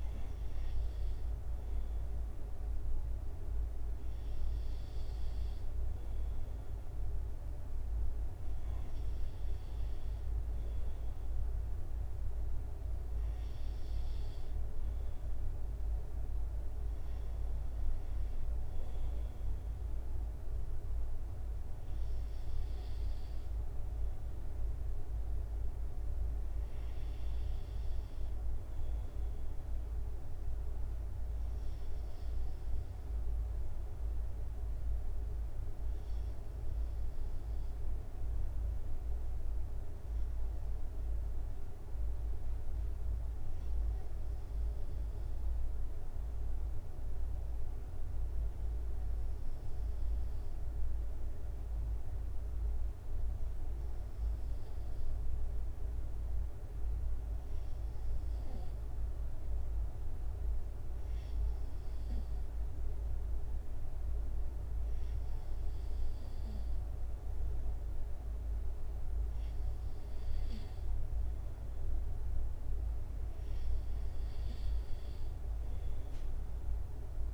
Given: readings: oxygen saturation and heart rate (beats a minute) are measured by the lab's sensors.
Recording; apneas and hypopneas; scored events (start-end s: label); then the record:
breathing in sleep, hard to hear, by a room microphone; 1
30.50-33.50 s: arousal
36.50-58.00 s: hypopnea (oxygen 95% before, 93% lowest, heart rate 72 before, 70 extreme, up 4 after)
63.00-68.00 s: arousal
From the record:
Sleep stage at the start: N2 (light sleep); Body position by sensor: on the right side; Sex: male